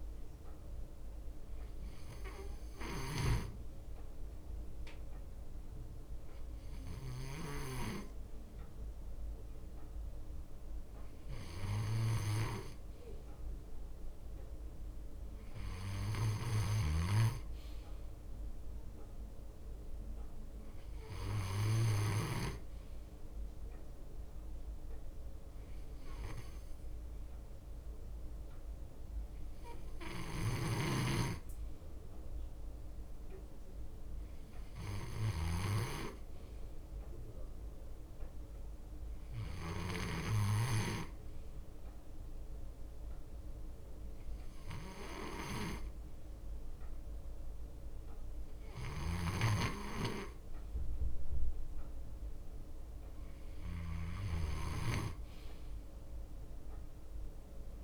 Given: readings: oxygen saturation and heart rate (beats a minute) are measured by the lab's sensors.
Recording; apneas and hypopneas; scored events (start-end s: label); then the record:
breathing in sleep by a room microphone; none
0.00-14.50 s: bradycardia (device-marked, heart rate 57 extreme)
15.50-51.50 s: bradycardia (device-marked, heart rate 60 before, 58 extreme)
44.50-54.00 s: leg movement (device-marked)
From the record:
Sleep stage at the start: N2 (light sleep); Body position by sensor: on the left side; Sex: male